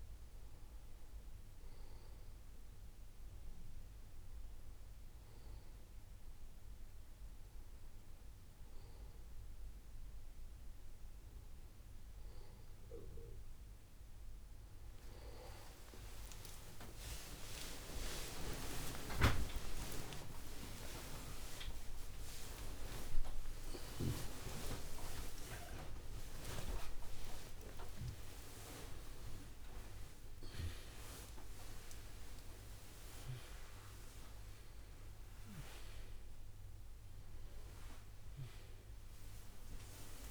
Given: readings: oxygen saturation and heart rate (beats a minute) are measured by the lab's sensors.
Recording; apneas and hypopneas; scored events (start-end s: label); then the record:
a person awake in a sleep study, by a room microphone; none
14.00-40.31 s: new sleep stage, awake
From the record:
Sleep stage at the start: N2 (light sleep); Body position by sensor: on the back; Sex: male